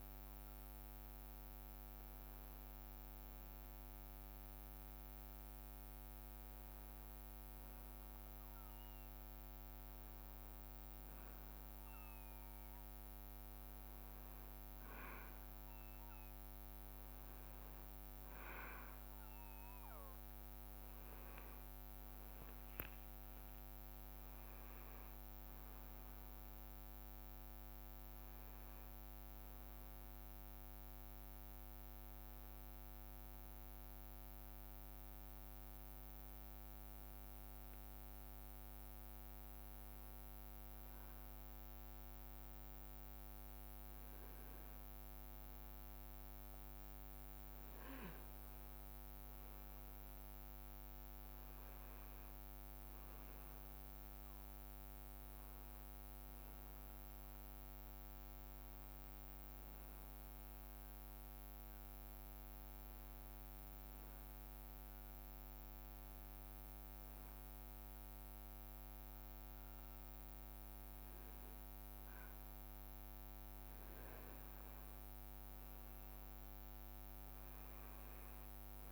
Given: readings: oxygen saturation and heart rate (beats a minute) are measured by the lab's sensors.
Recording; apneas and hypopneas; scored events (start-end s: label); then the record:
breathing in sleep, hard to hear, by a microphone on the trachea; 2
21.50-24.50 s: leg movement (device-marked)
24.50-29.00 s: arousal
35.00-45.00 s: hypopnea (oxygen 98% before, 96% lowest, heart rate 66 before, 57 extreme, up 6 after)
48.50-53.50 s: arousal
61.50-71.50 s: hypopnea (oxygen 98% before, 96% lowest, heart rate 63 before, 57 extreme, up 7 after)
74.00-78.92 s: arousal
74.50-78.00 s: leg movement (device-marked)
From the record:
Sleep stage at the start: N2 (light sleep); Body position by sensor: on the back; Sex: male